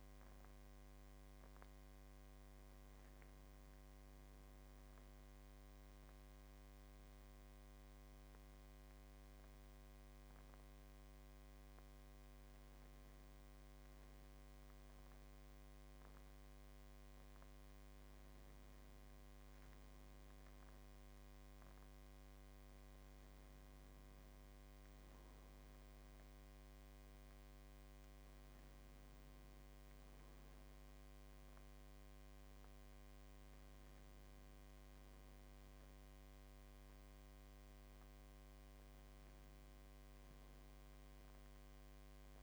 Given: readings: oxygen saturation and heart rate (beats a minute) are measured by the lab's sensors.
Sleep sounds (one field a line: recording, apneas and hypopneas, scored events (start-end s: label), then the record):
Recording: a person awake in a sleep study, hard to hear, by a microphone on the trachea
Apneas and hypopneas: none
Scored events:
none scored
From the record:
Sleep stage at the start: awake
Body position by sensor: on the back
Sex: male